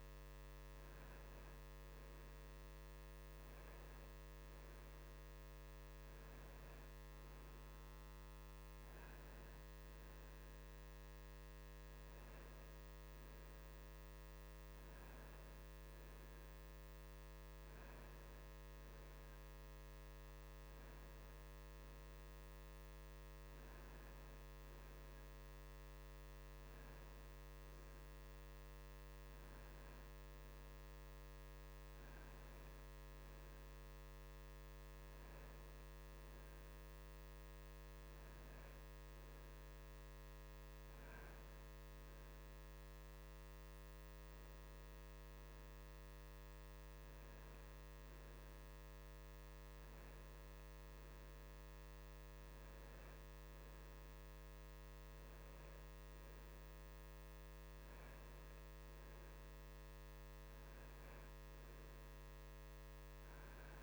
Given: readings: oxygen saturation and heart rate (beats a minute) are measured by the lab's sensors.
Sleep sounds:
breathing in sleep, hard to hear, by a microphone on the trachea; none
none scored
From the record:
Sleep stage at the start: N2 (light sleep); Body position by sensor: on the right side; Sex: male

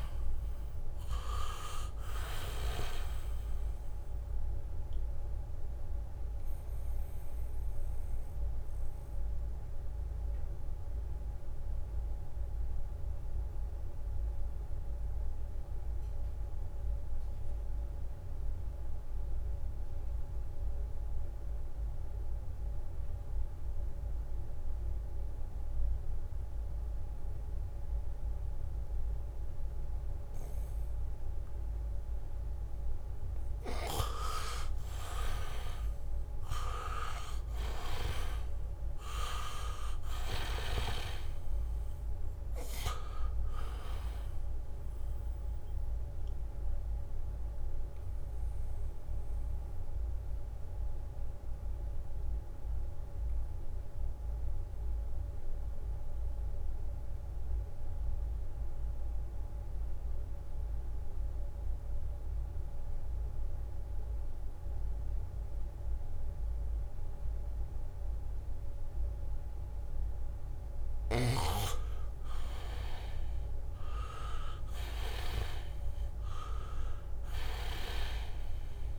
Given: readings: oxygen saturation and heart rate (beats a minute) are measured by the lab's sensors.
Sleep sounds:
breathing in sleep by a room microphone; 2
0.00-2.00 s: leg movement (device-marked)
0.00-21.50 s: oxygen desaturation (device-marked, oxygen 77% lowest, heart rate 64 extreme)
5.00-32.00 s: mixed apnea (oxygen 99% before, 77% lowest, heart rate 68 before, 65 extreme)
22.00-26.00 s: leg movement (device-marked)
33.50-38.00 s: arousal
33.50-41.00 s: leg movement (device-marked)
34.50-63.50 s: oxygen desaturation (device-marked, oxygen 99% before, 78% lowest, heart rate 72 before, 67 extreme)
42.00-48.50 s: leg movement (device-marked)
49.00-69.50 s: mixed apnea (oxygen 99% before, 78% lowest, heart rate 69 before, 67 extreme, up 0 after)
71.00-74.00 s: arousal
71.00-78.99 s: leg movement (device-marked)
72.50-78.99 s: oxygen desaturation (device-marked, oxygen 99% before, 81% lowest, heart rate 72 before, 65 extreme)
From the record:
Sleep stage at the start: N2 (light sleep); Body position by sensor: on the back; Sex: male

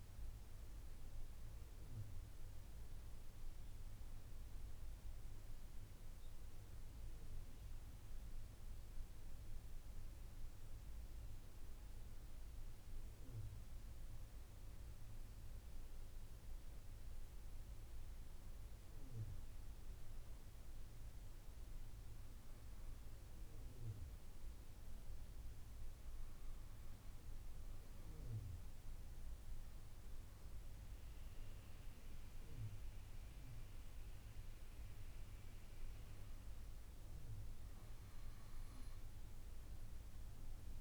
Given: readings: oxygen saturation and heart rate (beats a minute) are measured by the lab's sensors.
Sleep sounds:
breathing in sleep, hard to hear, by a room microphone; none
6.50-40.81 s: new sleep stage, N2 (light sleep)
From the record:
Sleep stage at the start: N1 (lightest sleep); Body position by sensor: on the right side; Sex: female

